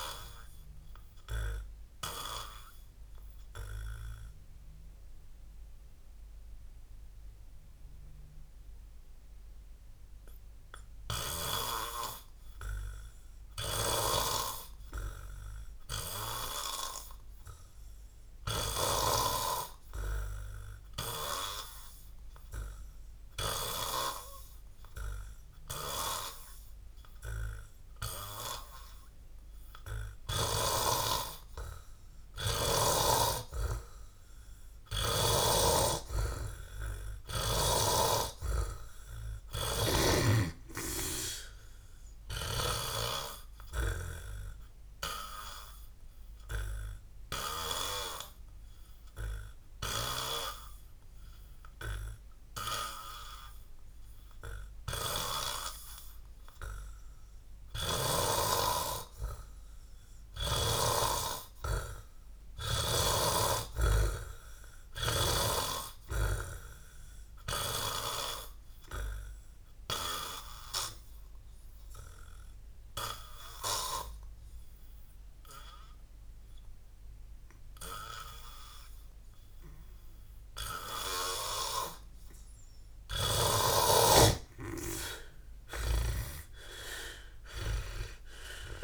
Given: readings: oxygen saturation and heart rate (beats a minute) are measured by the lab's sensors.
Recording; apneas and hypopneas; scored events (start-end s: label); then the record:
breathing in sleep by a room microphone; 3
0.00-3.50 s: oxygen desaturation (device-marked, oxygen 89% lowest, heart rate 63 extreme)
0.50-16.50 s: obstructive apnea (oxygen 100% before, 84% lowest, heart rate 63 before, 61 extreme, up 12 after)
11.50-18.50 s: oxygen desaturation (device-marked, oxygen 91% before, 84% lowest, heart rate 68 before, 61 extreme)
19.50-25.00 s: arousal
32.50-40.50 s: snoring (device-marked)
34.50-44.50 s: oxygen desaturation (device-marked, oxygen 97% before, 87% lowest, heart rate 67 before, 61 extreme)
44.50-58.00 s: obstructive apnea (oxygen 99% before, 84% lowest, heart rate 64 before, 59 extreme)
60.00-64.50 s: arousal
69.50-83.50 s: obstructive apnea (oxygen 95% before, 82% lowest, heart rate 65 before, 62 extreme, up 23 after)
73.50-88.84 s: oxygen desaturation (device-marked, oxygen 95% before, 84% lowest, heart rate 63 before, 59 extreme)
86.00-88.84 s: arousal
86.00-88.84 s: snoring (device-marked)
From the record:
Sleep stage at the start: N2 (light sleep); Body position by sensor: on the back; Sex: male